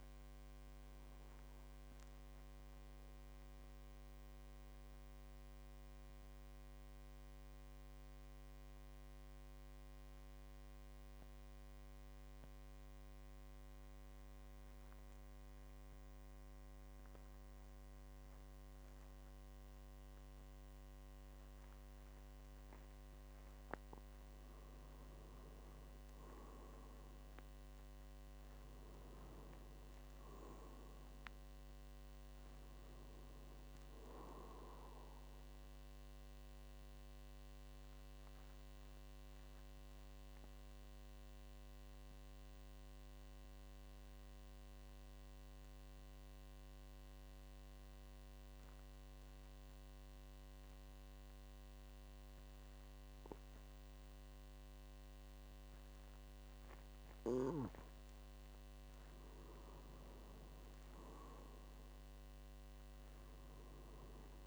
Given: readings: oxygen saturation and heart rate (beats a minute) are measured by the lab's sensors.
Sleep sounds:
breathing in sleep, hard to hear, by a microphone on the trachea; 2
0.00-8.50 s: oxygen desaturation (device-marked, oxygen 90% lowest, heart rate 47 extreme)
2.50-24.00 s: mixed apnea (oxygen 96% before, 90% lowest, heart rate 56 before, 46 extreme, up 5 after)
25.50-49.50 s: oxygen desaturation (device-marked, oxygen 99% before, 91% lowest, heart rate 51 before, 46 extreme)
26.00-29.00 s: arousal
35.00-57.00 s: mixed apnea (oxygen 99% before, 89% lowest, heart rate 54 before, 46 extreme, up 8 after)
58.50-61.50 s: arousal
58.50-64.47 s: oxygen desaturation (device-marked, oxygen 99% before, 93% lowest, heart rate 49 before, 49 extreme)
From the record:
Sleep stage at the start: N2 (light sleep); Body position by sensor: on the back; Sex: male

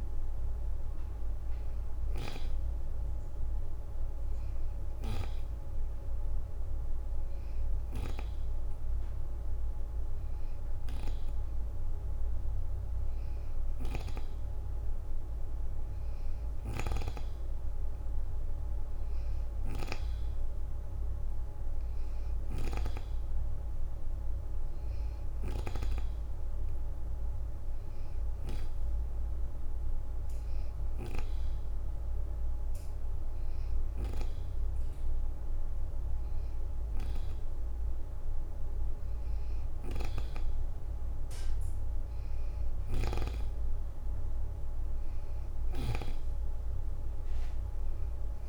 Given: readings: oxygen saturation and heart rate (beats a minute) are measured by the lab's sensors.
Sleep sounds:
breathing in sleep by a room microphone; 1
16.00-22.50 s: snoring (device-marked)
25.00-37.50 s: hypopnea (oxygen 92% before, 87% lowest, heart rate 63 before, 40 extreme, up 29 after)
42.00-45.50 s: snoring (device-marked)
42.50-48.49 s: oxygen desaturation (device-marked, oxygen 90% before, 87% lowest, heart rate 58 before, 40 extreme)
From the record:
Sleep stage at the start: N2 (light sleep); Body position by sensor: on the back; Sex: female

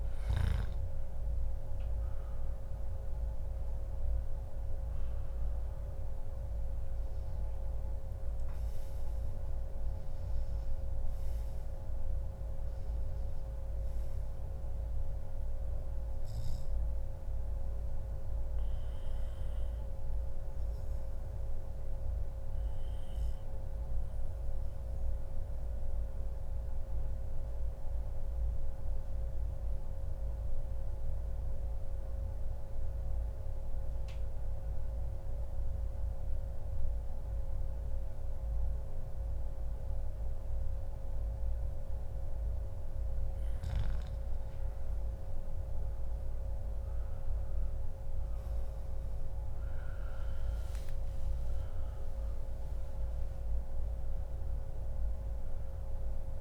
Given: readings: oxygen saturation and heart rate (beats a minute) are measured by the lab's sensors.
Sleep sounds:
breathing in sleep, hard to hear, by a room microphone; 1
0.00-23.00 s: oxygen desaturation (device-marked, oxygen 95% before, 91% lowest, heart rate 135 before, 108 extreme)
1.00-6.00 s: arousal
22.00-43.00 s: obstructive apnea (oxygen 95% before, 91% lowest, heart rate 143 before, 108 extreme, up 35 after)
33.50-35.50 s: long interval between heartbeats (device-marked, heart rate 144 before, 135 extreme)
39.50-41.50 s: long interval between heartbeats (device-marked, heart rate 140 before, 109 extreme)
44.50-48.50 s: arousal
49.00-56.41 s: oxygen desaturation (device-marked, oxygen 97% before, 91% lowest, heart rate 129 before, 107 extreme)
From the record:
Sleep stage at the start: N2 (light sleep); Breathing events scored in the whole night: 247 in 4.9 hours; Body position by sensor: on the back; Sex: male

